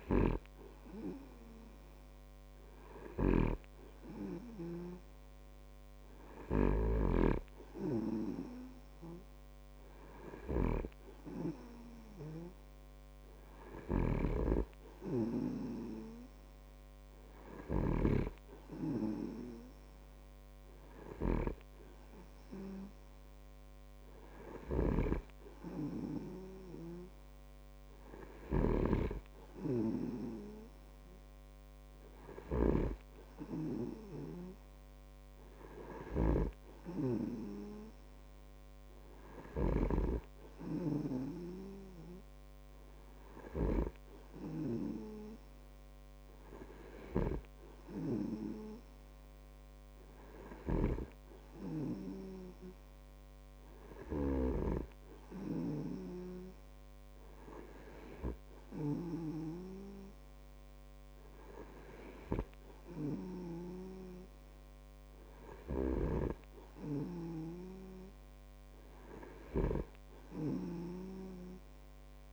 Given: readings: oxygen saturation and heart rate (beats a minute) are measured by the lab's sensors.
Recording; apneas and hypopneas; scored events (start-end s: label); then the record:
breathing in sleep by a microphone on the trachea; none
0.50-55.00 s: snoring (device-marked)
66.00-72.33 s: snoring (device-marked)
From the record:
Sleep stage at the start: N2 (light sleep); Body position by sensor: on the back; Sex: male